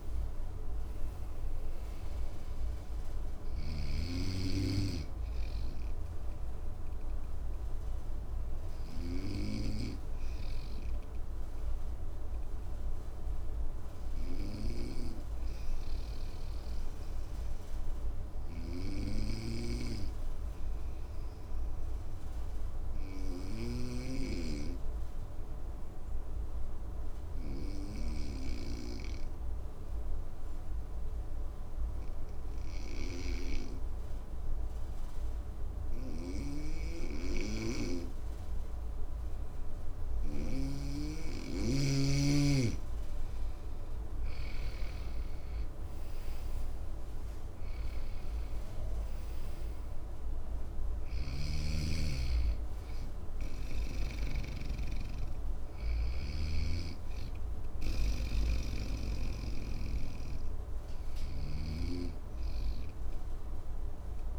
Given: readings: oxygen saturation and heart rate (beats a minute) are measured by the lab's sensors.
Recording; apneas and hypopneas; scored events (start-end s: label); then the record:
breathing in sleep by a room microphone; 1
0.00-21.00 s: oxygen desaturation (device-marked, oxygen 94% lowest, heart rate 54 extreme)
6.50-41.00 s: obstructive apnea (oxygen 99% before, 92% lowest, heart rate 61 before, 54 extreme, up 11 after)
42.00-64.39 s: oxygen desaturation (device-marked, oxygen 97% before, 92% lowest, heart rate 55 before, 54 extreme)
50.50-64.39 s: snoring (device-marked)
From the record:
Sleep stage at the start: N2 (light sleep); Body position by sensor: on the right side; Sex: male